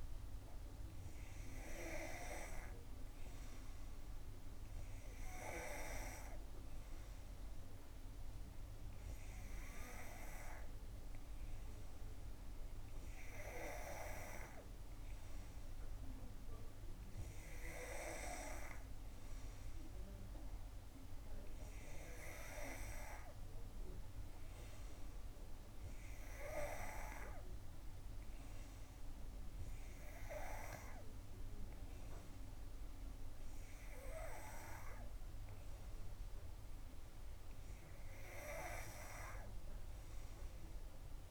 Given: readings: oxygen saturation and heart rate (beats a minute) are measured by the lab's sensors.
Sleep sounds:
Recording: breathing in sleep by a room microphone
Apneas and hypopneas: none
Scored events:
none scored
From the record:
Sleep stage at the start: N3 (deep sleep)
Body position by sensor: on the back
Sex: female

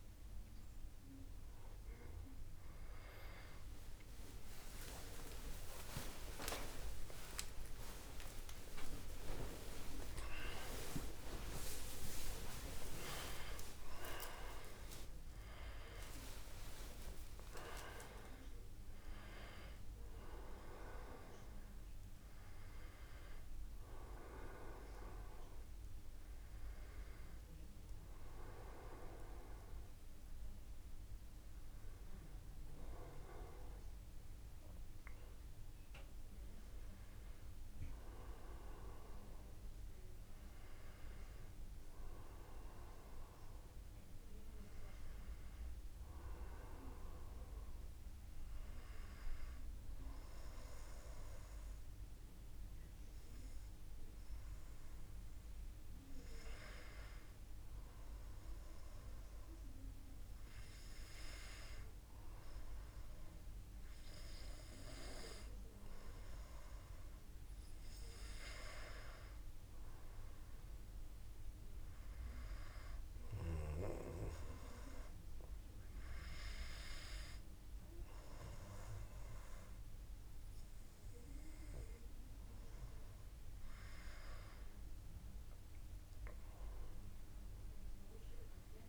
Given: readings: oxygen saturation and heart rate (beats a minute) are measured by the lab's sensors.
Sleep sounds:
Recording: a person partly awake in a sleep study, by a room microphone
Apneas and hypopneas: none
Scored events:
4.50-34.50 s: new sleep stage, awake
34.50-64.50 s: new sleep stage, N1 (lightest sleep)
64.50-88.88 s: new sleep stage, N2 (light sleep)
From the record:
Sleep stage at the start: N2 (light sleep)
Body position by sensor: on the back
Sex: male

